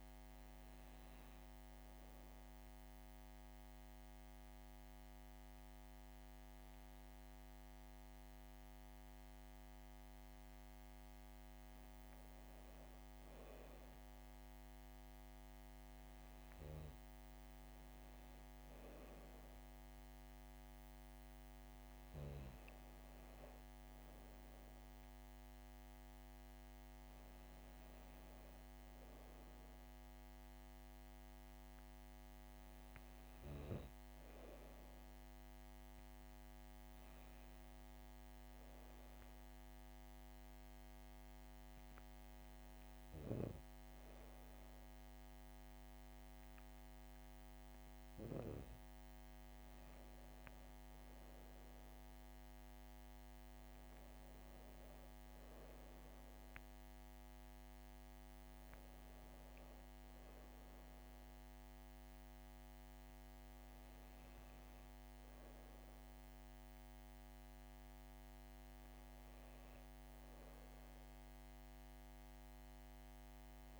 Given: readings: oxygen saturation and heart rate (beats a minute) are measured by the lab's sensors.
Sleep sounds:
breathing in sleep, hard to hear, by a microphone on the trachea; 1
1.50-12.50 s: hypopnea (oxygen 98% before, 95% lowest, heart rate 68 before, 63 extreme, up 0 after)
14.00-18.00 s: arousal
50.00-54.50 s: arousal
From the record:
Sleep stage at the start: N2 (light sleep); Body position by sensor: on the back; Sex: female

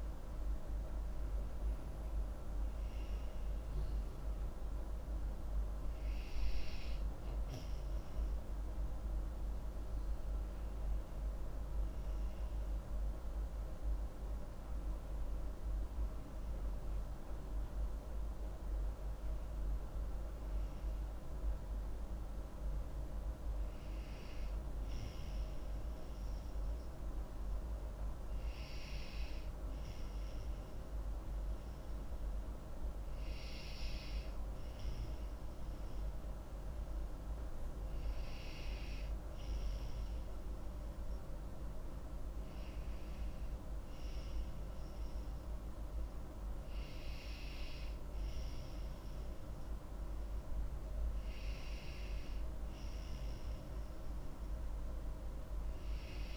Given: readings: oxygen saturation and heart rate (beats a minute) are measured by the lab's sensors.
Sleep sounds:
breathing in sleep, hard to hear, by a room microphone; none
11.50-16.00 s: arousal
From the record:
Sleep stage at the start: N2 (light sleep); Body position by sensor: on the back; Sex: female

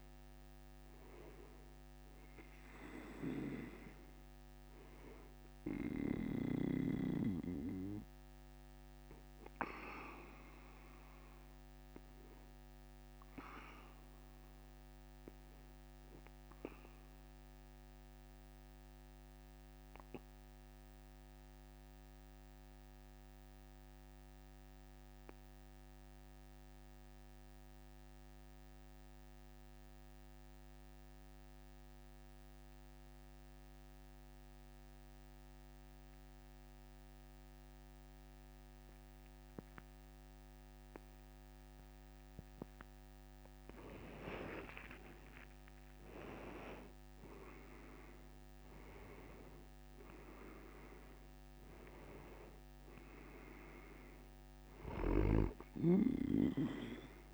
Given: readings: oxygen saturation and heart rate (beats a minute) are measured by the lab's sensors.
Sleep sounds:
breathing in sleep by a microphone on the trachea; 1
6.50-9.50 s: arousal
7.00-23.00 s: oxygen desaturation (device-marked, oxygen 93% before, 89% lowest)
14.50-42.00 s: obstructive apnea (oxygen 94% before, 87% lowest)
40.00-57.34 s: oxygen desaturation (device-marked, oxygen 98% before, 87% lowest)
44.00-48.00 s: arousal
From the record:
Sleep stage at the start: N2 (light sleep); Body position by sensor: on the back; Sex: male

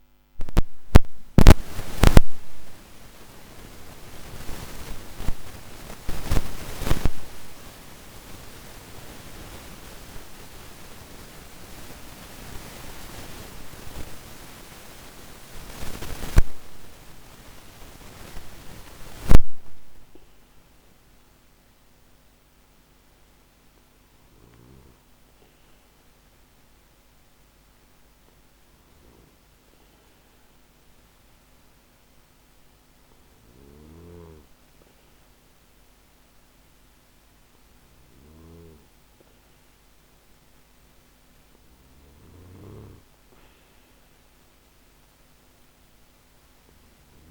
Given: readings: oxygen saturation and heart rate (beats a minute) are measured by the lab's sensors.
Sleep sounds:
breathing in sleep by a microphone on the trachea; none
8.50-13.50 s: arousal
From the record:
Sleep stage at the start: N2 (light sleep); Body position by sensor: on the back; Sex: male

